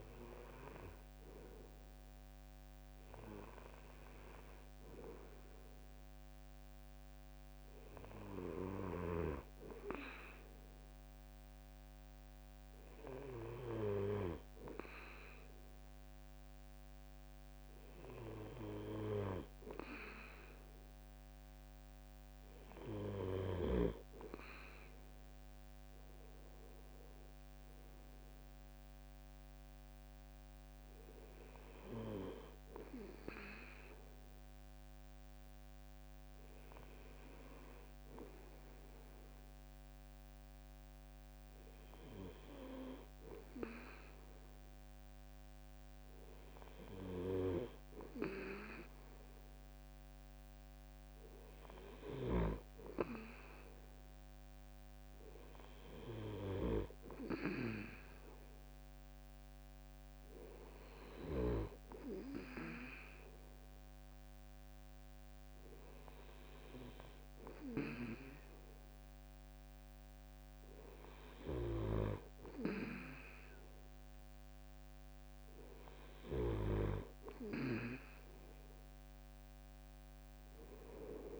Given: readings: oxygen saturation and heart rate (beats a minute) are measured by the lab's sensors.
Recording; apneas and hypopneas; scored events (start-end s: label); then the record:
breathing in sleep by a microphone on the trachea; none
none scored
From the record:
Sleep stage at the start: N2 (light sleep); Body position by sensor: on the right side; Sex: male